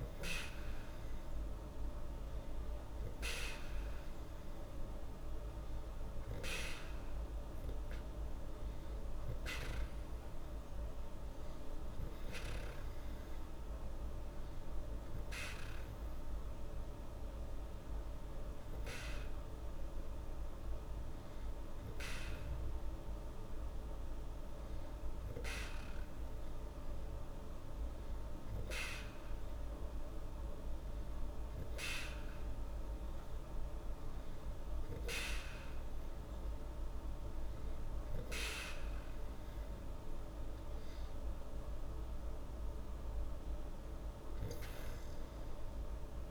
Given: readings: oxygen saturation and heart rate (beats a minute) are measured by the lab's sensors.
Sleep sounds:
breathing in sleep by a room microphone; none
none scored
From the record:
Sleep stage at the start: N2 (light sleep); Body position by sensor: on the back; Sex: female

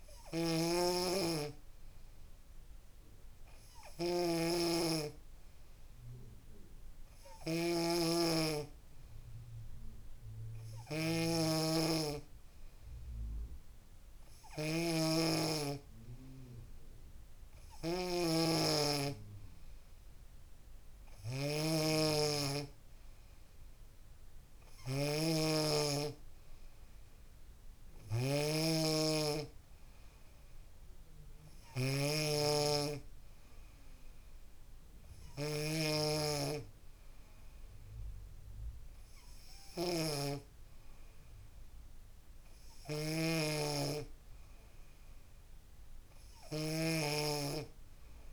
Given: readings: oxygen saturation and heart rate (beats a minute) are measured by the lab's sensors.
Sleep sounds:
breathing in sleep by a room microphone; none
none scored
From the record:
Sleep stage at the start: N2 (light sleep); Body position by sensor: on the back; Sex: female

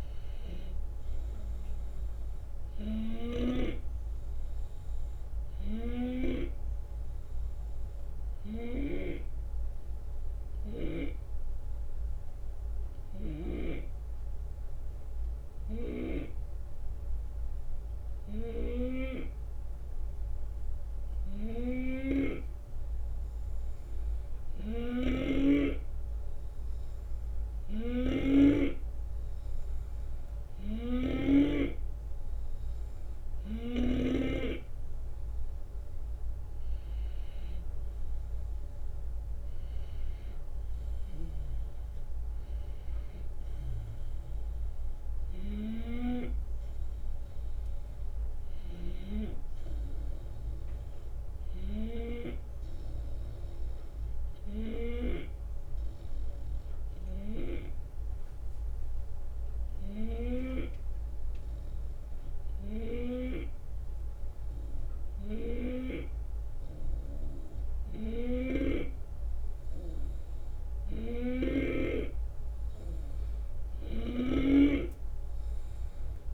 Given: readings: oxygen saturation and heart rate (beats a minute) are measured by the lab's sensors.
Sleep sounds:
breathing in sleep by a room microphone; 2
1.00-4.00 s: arousal
6.50-33.50 s: hypopnea (oxygen 93% before, 90% lowest, heart rate 78 before, 71 extreme, up 4 after)
8.50-13.50 s: snoring (device-marked)
15.50-25.50 s: snoring (device-marked)
27.50-34.00 s: snoring (device-marked)
35.50-39.50 s: arousal
36.00-47.00 s: drop in pulse transit time (device-marked, heart rate 75 before, 78 extreme)
53.00-71.50 s: hypopnea (oxygen 93% before, 89% lowest, heart rate 79 before, 72 extreme, up 6 after)
71.00-74.50 s: snoring (device-marked)
73.50-76.34 s: arousal
From the record:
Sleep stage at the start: N2 (light sleep); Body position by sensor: on the left side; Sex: male

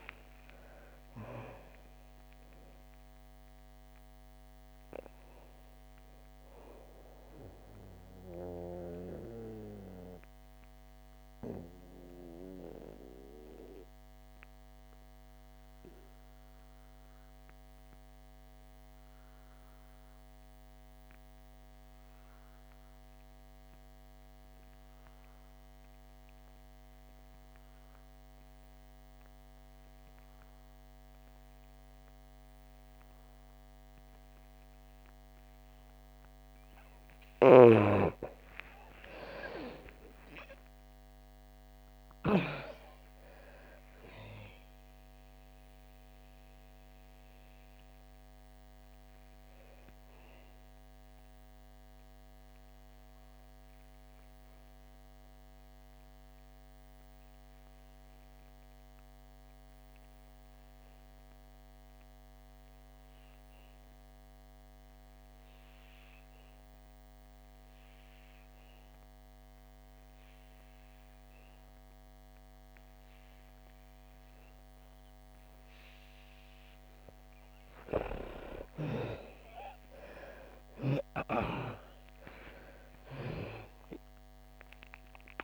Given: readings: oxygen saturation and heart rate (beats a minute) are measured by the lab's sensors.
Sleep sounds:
breathing in sleep by a microphone on the trachea; 2
0.00-24.50 s: oxygen desaturation (device-marked, oxygen 79% lowest, heart rate 57 extreme)
10.00-36.00 s: obstructive apnea (oxygen 99% before, 75% lowest, heart rate 89 before, 58 extreme, up 39 after)
29.50-62.50 s: oxygen desaturation (device-marked, oxygen 99% before, 75% lowest, heart rate 61 before, 59 extreme)
38.50-43.00 s: arousal
51.00-76.50 s: obstructive apnea (oxygen 99% before, 75% lowest, heart rate 76 before, 58 extreme, up 5 after)
71.50-85.44 s: oxygen desaturation (device-marked, oxygen 98% before, 77% lowest, heart rate 63 before, 57 extreme)
79.00-84.50 s: arousal
From the record:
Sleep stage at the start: N2 (light sleep); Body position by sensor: on the back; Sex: female

